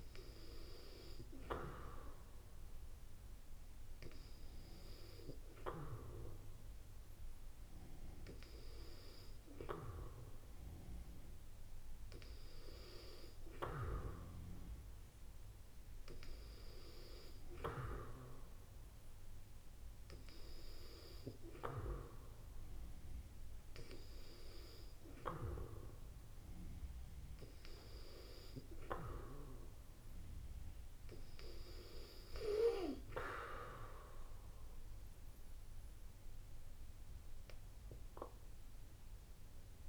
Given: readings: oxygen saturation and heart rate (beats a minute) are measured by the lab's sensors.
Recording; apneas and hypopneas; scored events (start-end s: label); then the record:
breathing in sleep by a room microphone; none
none scored
From the record:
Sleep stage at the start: N2 (light sleep); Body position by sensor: on the back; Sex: female